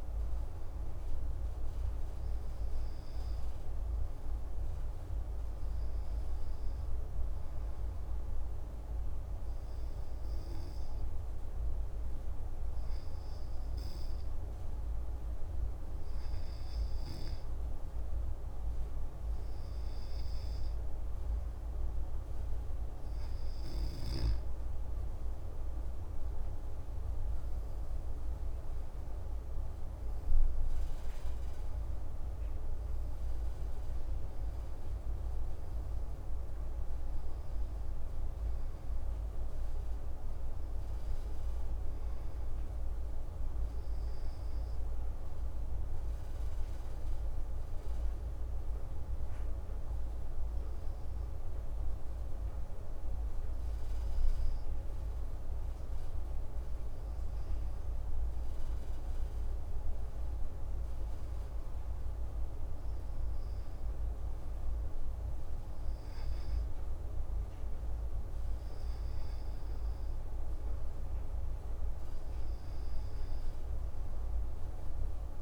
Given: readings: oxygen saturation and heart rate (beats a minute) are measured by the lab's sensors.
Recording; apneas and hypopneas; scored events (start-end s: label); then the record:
breathing in sleep, hard to hear, by a room microphone; 2
5.50-22.50 s: hypopnea (oxygen 97% before, 93% lowest)
25.00-29.50 s: arousal
30.00-44.00 s: oxygen desaturation (device-marked, oxygen 96% before, 93% lowest)
45.00-61.50 s: hypopnea (oxygen 96% before, 94% lowest)
63.50-66.50 s: arousal
From the record:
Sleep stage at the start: N2 (light sleep); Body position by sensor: on the back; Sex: male